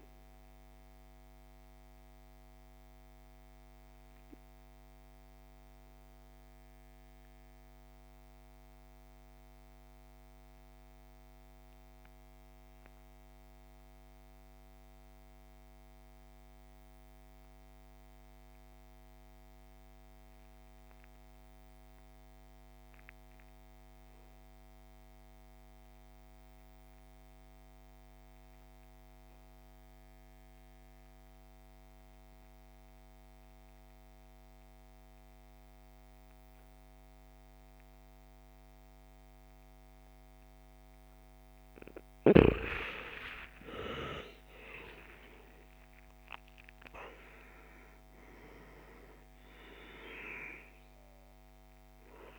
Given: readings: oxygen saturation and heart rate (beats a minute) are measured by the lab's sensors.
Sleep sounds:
breathing in sleep by a microphone on the trachea; 1
0.00-26.00 s: oxygen desaturation (device-marked, oxygen 75% lowest)
5.00-42.00 s: mixed apnea (oxygen 92% before, 68% lowest)
40.00-52.39 s: oxygen desaturation (device-marked, oxygen 97% before, 68% lowest)
42.50-46.50 s: arousal
From the record:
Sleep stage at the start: N2 (light sleep); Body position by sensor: on the back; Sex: male

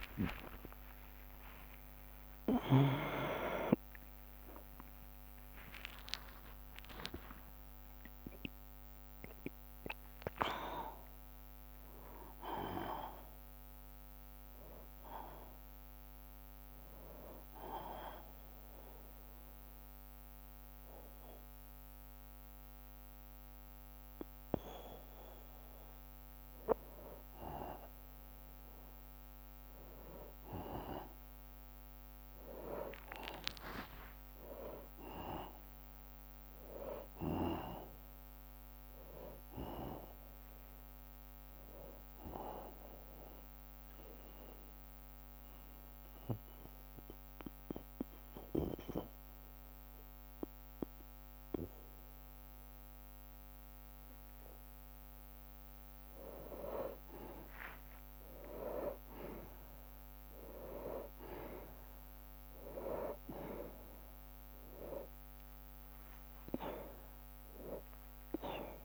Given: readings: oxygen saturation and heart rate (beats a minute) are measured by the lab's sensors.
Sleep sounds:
breathing in sleep by a microphone on the trachea; 1
0.00-7.00 s: tachycardia (device-marked, heart rate 139 extreme)
0.00-8.00 s: oxygen desaturation (device-marked, oxygen 92% lowest, heart rate 25 extreme)
0.00-23.00 s: drop in pulse transit time (device-marked, heart rate 25 extreme)
0.50-2.50 s: long interval between heartbeats (device-marked, heart rate 63 before, 106 extreme)
4.50-6.50 s: long interval between heartbeats (device-marked, heart rate 75 before, 126 extreme)
7.00-14.00 s: bradycardia (device-marked, heart rate 71 before, 25 extreme)
19.00-36.00 s: bradycardia (device-marked, heart rate 71 before, 50 extreme)
33.50-38.00 s: arousal
41.00-49.00 s: drop in pulse transit time (device-marked, heart rate 58 before, 59 extreme)
42.50-55.00 s: mixed apnea (oxygen 99% before, 92% lowest, heart rate 58 before, 52 extreme, up 17 after)
45.00-56.00 s: bradycardia (device-marked, heart rate 69 before, 52 extreme)
57.50-61.50 s: arousal
62.00-68.85 s: drop in pulse transit time (device-marked, heart rate 60 before, 69 extreme)
67.00-68.85 s: tachycardia (device-marked, heart rate 67 before, 93 extreme)
67.50-68.85 s: long interval between heartbeats (device-marked, heart rate 62 before, 88 extreme)
From the record:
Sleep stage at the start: N2 (light sleep); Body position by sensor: on the back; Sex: male

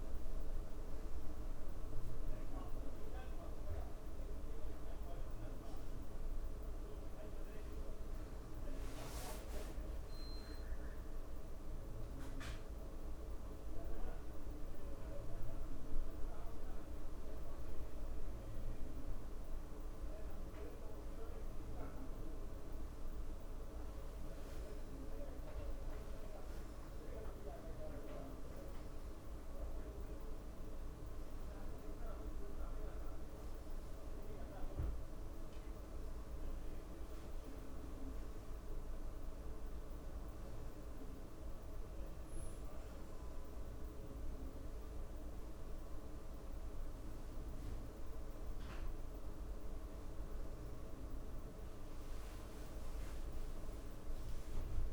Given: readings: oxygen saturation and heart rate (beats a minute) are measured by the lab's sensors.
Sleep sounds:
breathing in sleep, hard to hear, by a room microphone; none
7.00-11.50 s: leg movement (device-marked)
51.50-54.93 s: leg movement (device-marked)
From the record:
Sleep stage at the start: N2 (light sleep); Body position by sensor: on the back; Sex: female

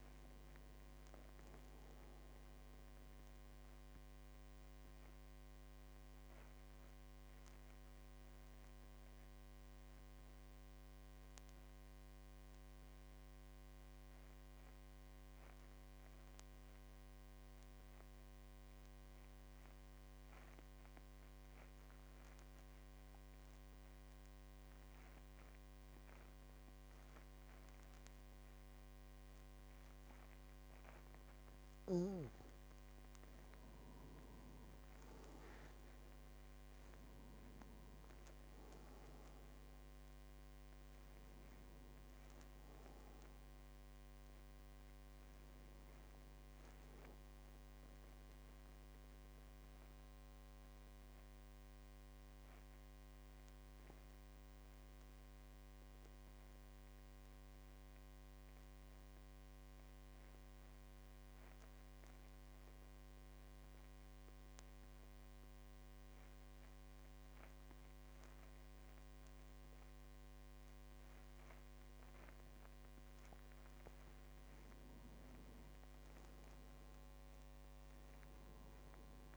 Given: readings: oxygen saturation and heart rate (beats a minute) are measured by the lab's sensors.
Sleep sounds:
breathing in sleep, hard to hear, by a microphone on the trachea; 2
0.00-13.00 s: oxygen desaturation (device-marked, oxygen 90% lowest, heart rate 45 extreme)
3.50-30.50 s: obstructive apnea (oxygen 99% before, 88% lowest, heart rate 55 before, 45 extreme, up 9 after)
27.00-59.00 s: oxygen desaturation (device-marked, oxygen 99% before, 88% lowest, heart rate 48 before, 45 extreme)
33.50-37.50 s: arousal
48.00-72.00 s: mixed apnea (oxygen 99% before, 88% lowest, heart rate 55 before, 45 extreme, up 7 after)
73.00-79.37 s: oxygen desaturation (device-marked, oxygen 100% before, 91% lowest, heart rate 48 before, 46 extreme)
74.00-78.00 s: arousal
From the record:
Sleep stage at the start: N2 (light sleep); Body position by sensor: on the back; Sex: male

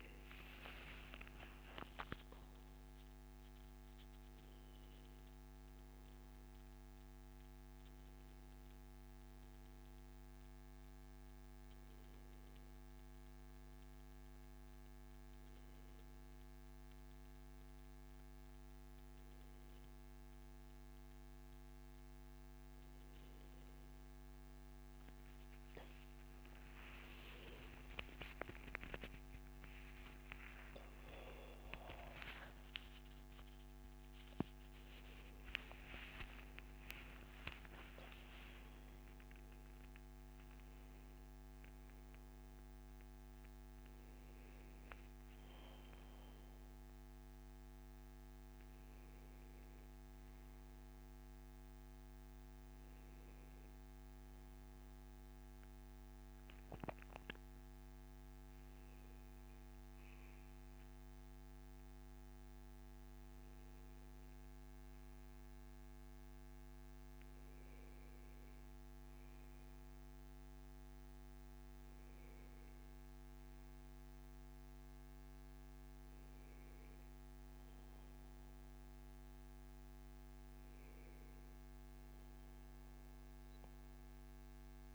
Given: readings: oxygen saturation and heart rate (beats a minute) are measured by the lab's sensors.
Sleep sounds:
a person awake in a sleep study, by a microphone on the trachea; none
36.50-39.50 s: oxygen desaturation (device-marked, oxygen 97% before, 94% lowest, heart rate 141 before, 139 extreme)
57.50-84.95 s: new sleep stage, N1 (lightest sleep)
65.00-67.00 s: long interval between heartbeats (device-marked, heart rate 141 before, 133 extreme)
80.50-82.50 s: long interval between heartbeats (device-marked, heart rate 114 before, 105 extreme)
From the record:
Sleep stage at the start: awake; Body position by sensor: on the back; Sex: male

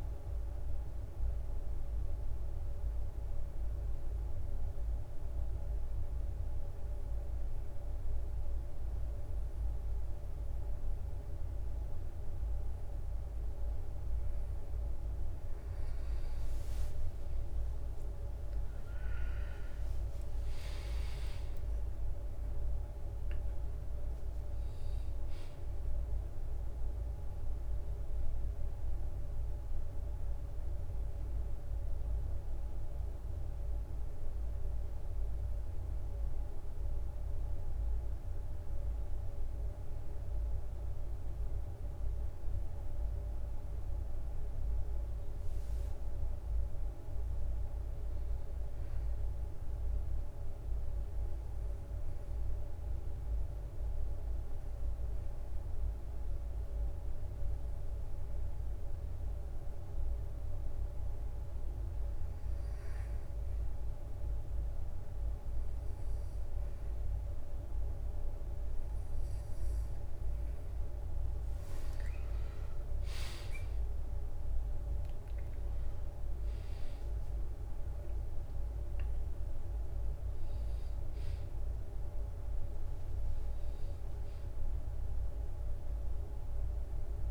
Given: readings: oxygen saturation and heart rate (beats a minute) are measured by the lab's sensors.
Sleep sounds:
breathing in sleep, hard to hear, by a room microphone; 3
0.00-17.00 s: bradycardia (device-marked, heart rate 51 extreme)
2.50-13.50 s: obstructive apnea (oxygen 97% before, 94% lowest, heart rate 57 before, 51 extreme, up 11 after)
19.00-30.00 s: drop in pulse transit time (device-marked, heart rate 54 before, 58 extreme)
19.50-24.00 s: arousal
26.00-74.00 s: bradycardia (device-marked, heart rate 64 before, 51 extreme)
30.00-42.00 s: obstructive apnea (oxygen 97% before, 94% lowest, heart rate 58 before, 53 extreme, up 3 after)
44.00-47.50 s: arousal
51.50-68.50 s: obstructive apnea (oxygen 99% before, 95% lowest, heart rate 57 before, 51 extreme, up 6 after)
72.00-77.00 s: arousal
From the record:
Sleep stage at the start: N2 (light sleep); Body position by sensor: on the back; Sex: male

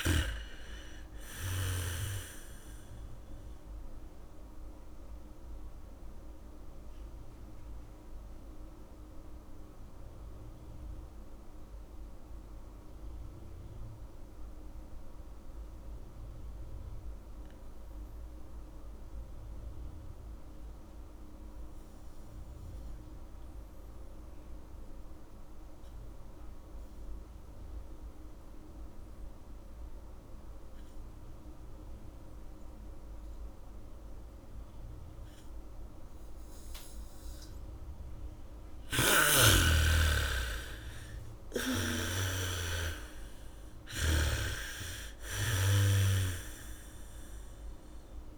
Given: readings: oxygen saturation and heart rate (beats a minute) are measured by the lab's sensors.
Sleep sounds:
breathing in sleep by a room microphone; 1
0.00-19.50 s: oxygen desaturation (device-marked, oxygen 77% lowest, heart rate 46 extreme)
4.50-39.00 s: mixed apnea (oxygen 98% before, 75% lowest, heart rate 60 before, 51 extreme, up 14 after)
25.50-48.38 s: oxygen desaturation (device-marked, oxygen 99% before, 75% lowest, heart rate 80 before, 43 extreme)
30.50-41.50 s: bradycardia (device-marked, heart rate 71 before, 56 extreme)
40.50-44.00 s: arousal
From the record:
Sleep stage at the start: N2 (light sleep); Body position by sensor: on the back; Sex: female

